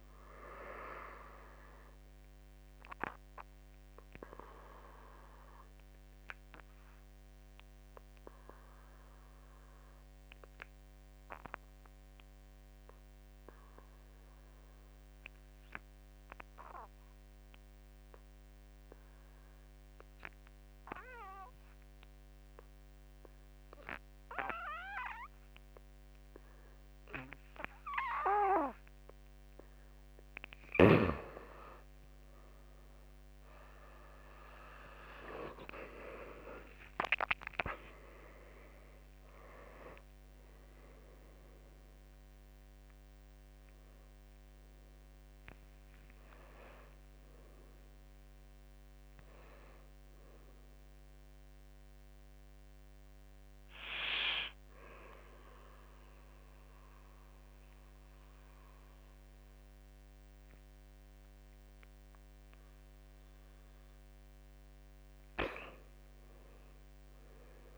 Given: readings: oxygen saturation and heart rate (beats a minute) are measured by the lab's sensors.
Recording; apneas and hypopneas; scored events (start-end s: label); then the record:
breathing in sleep by a microphone on the trachea; 1
0.00-10.00 s: drop in pulse transit time (device-marked, heart rate 54 before, 47 extreme)
0.00-20.00 s: oxygen desaturation (device-marked, oxygen 97% before, 86% lowest, heart rate 55 before, 47 extreme)
3.00-29.00 s: obstructive apnea (oxygen 97% before, 84% lowest, heart rate 56 before, 47 extreme, up 18 after)
25.00-31.00 s: oxygen desaturation (device-marked, oxygen 98% before, 90% lowest, heart rate 50 before, 58 extreme)
31.00-42.00 s: drop in pulse transit time (device-marked, heart rate 52 before, 59 extreme)
31.50-36.00 s: arousal
33.00-56.00 s: oxygen desaturation (device-marked, oxygen 98% before, 85% lowest, heart rate 53 before, 49 extreme)
50.00-59.00 s: drop in pulse transit time (device-marked, heart rate 68 before, 50 extreme)
From the record:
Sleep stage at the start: N2 (light sleep); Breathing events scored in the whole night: 243 in 4.0 hours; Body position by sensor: on the back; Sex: male